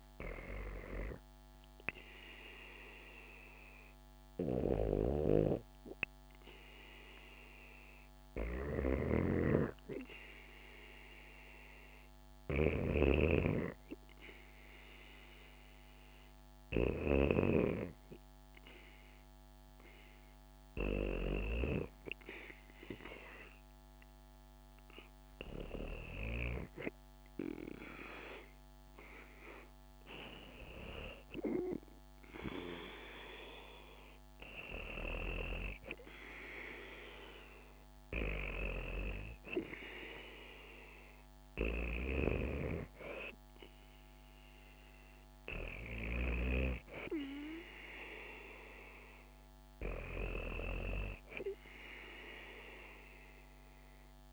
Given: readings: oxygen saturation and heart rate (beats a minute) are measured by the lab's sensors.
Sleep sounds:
breathing in sleep by a microphone on the trachea; none
8.00-12.50 s: snoring (device-marked)
From the record:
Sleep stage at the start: REM sleep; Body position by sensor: on the back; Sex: female

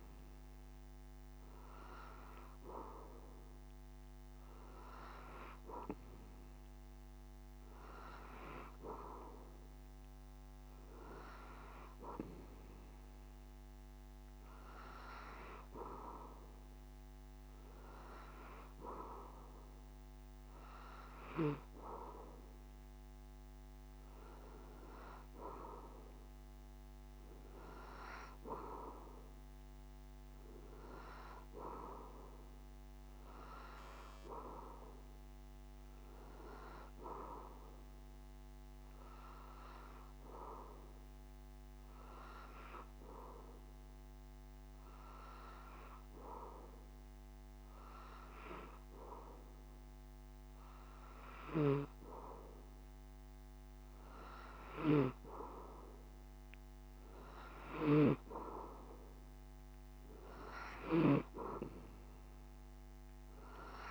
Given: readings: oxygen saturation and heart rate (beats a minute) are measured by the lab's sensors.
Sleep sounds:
breathing in sleep by a microphone on the trachea; none
none scored
From the record:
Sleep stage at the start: N3 (deep sleep); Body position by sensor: on the back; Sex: male

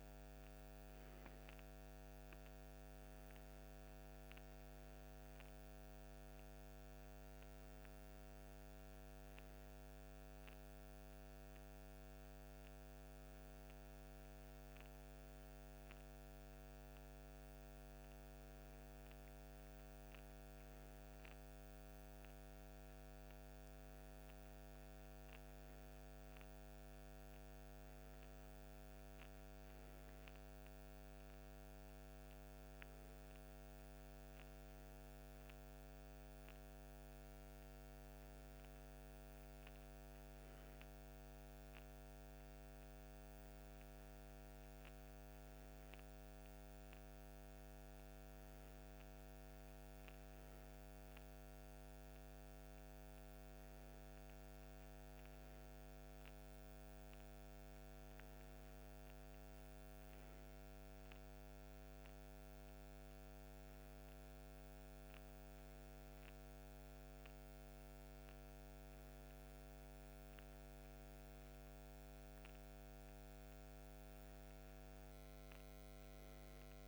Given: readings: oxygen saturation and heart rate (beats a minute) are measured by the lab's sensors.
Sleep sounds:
breathing in sleep, hard to hear, by a microphone on the trachea; none
none scored
From the record:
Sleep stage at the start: N3 (deep sleep); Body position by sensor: on the left side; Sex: male

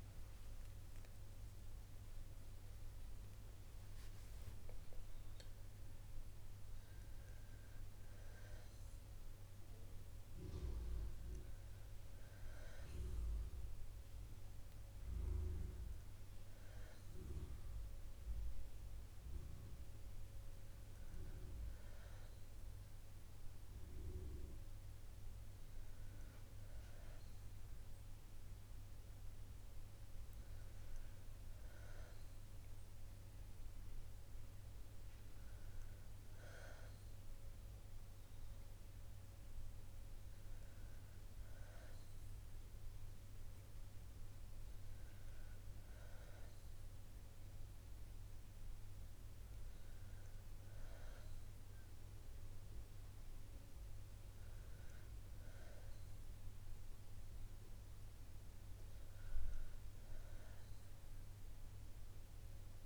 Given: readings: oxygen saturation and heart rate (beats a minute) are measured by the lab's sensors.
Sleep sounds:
breathing in sleep, hard to hear, by a room microphone; none
0.00-4.00 s: arousal
1.50-62.86 s: new sleep stage, N2 (light sleep)
16.50-27.50 s: oxygen desaturation (device-marked, oxygen 95% before, 92% lowest, heart rate 68 before, 62 extreme)
From the record:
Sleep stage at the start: N1 (lightest sleep); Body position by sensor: on the back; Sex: female

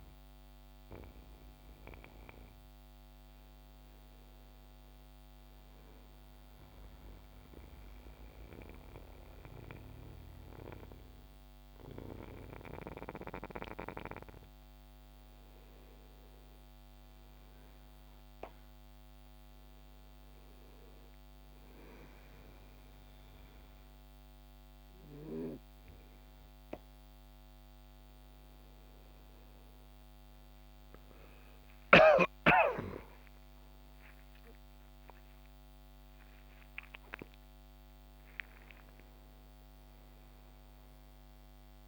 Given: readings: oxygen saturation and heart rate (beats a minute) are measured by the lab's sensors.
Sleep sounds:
breathing in sleep by a microphone on the trachea; 1
5.00-15.00 s: mixed apnea (oxygen 96% before, 92% lowest, heart rate 46 before, 38 extreme, up 19 after)
16.50-20.00 s: arousal
28.50-35.50 s: oxygen desaturation (device-marked, oxygen 95% before, 92% lowest)
From the record:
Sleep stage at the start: N1 (lightest sleep); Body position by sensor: on the back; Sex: male

